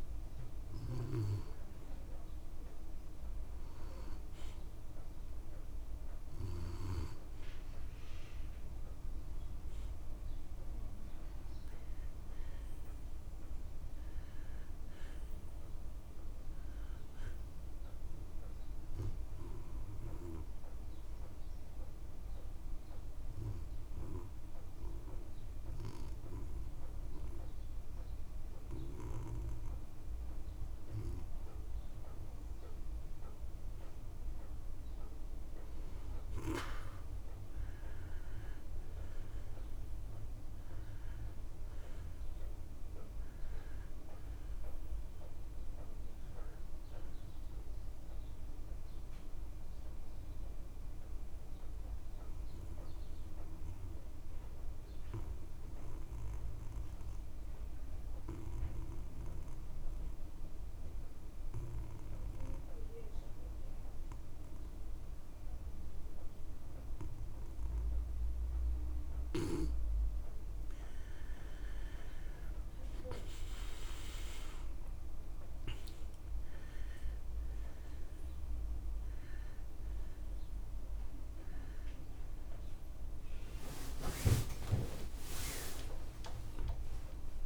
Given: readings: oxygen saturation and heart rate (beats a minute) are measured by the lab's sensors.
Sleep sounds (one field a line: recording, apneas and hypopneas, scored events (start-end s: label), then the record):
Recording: breathing in sleep by a room microphone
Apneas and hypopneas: 2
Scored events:
0.00-1.50 s: arousal
10.00-40.00 s: oxygen desaturation (device-marked, oxygen 96% before, 90% lowest, heart rate 59 before, 54 extreme)
23.50-34.00 s: obstructive apnea (oxygen 96% before, 88% lowest, heart rate 61 before, 54 extreme, up 2 after)
38.00-41.50 s: arousal
51.00-70.50 s: obstructive apnea (oxygen 94% before, 87% lowest, heart rate 60 before, 52 extreme, up 7 after)
54.00-73.00 s: oxygen desaturation (device-marked, oxygen 93% before, 88% lowest, heart rate 60 before, 52 extreme)
71.00-87.46 s: new sleep stage, awake
85.00-87.00 s: long interval between heartbeats (device-marked, heart rate 60 before, 59 extreme)
From the record:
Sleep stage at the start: N2 (light sleep)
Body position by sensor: on the back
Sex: male